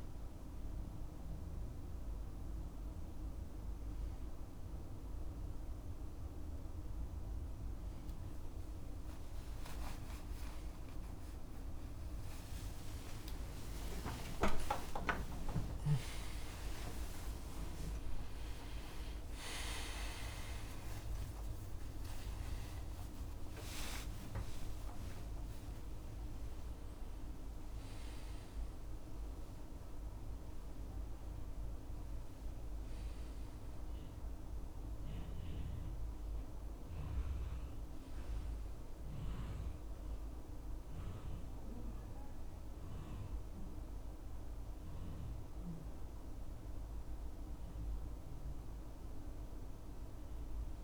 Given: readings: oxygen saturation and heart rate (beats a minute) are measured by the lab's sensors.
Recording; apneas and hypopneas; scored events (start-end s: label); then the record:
a person awake in a sleep study, by a room microphone; none
10.00-16.00 s: tachycardia (device-marked, heart rate 79 before, 104 extreme)
13.00-15.00 s: long interval between heartbeats (device-marked, heart rate 78 before, 102 extreme)
19.00-25.00 s: tachycardia (device-marked, heart rate 80 before, 102 extreme)
19.00-50.84 s: new sleep stage, awake
22.00-24.00 s: long interval between heartbeats (device-marked, heart rate 89 before, 102 extreme)
From the record:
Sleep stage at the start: N1 (lightest sleep); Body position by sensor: on the back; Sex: male